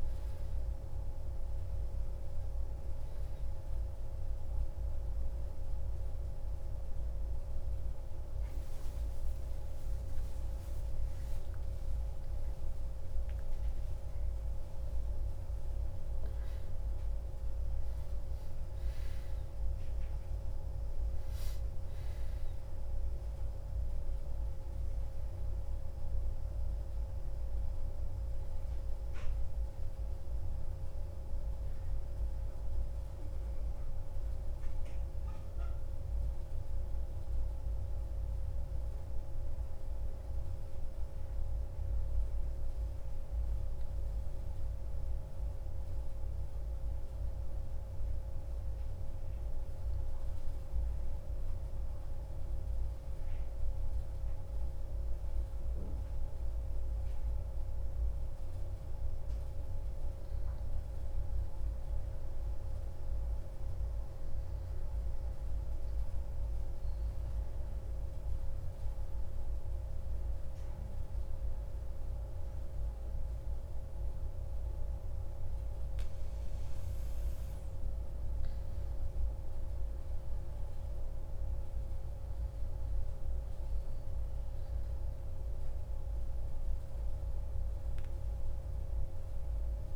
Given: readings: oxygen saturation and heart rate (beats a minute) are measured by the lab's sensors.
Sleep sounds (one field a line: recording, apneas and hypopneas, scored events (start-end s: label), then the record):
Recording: breathing in sleep, hard to hear, by a room microphone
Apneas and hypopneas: 1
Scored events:
0.00-6.50 s: oxygen desaturation (device-marked, oxygen 94% lowest)
10.50-15.00 s: arousal
50.00-60.00 s: central apnea (oxygen 97% before, 92% lowest, heart rate 83 before, 58 extreme, up 39 after)
60.50-84.50 s: oxygen desaturation (device-marked, oxygen 95% before, 92% lowest)
61.50-66.00 s: arousal
From the record:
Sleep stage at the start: N1 (lightest sleep)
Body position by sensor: on the back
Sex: male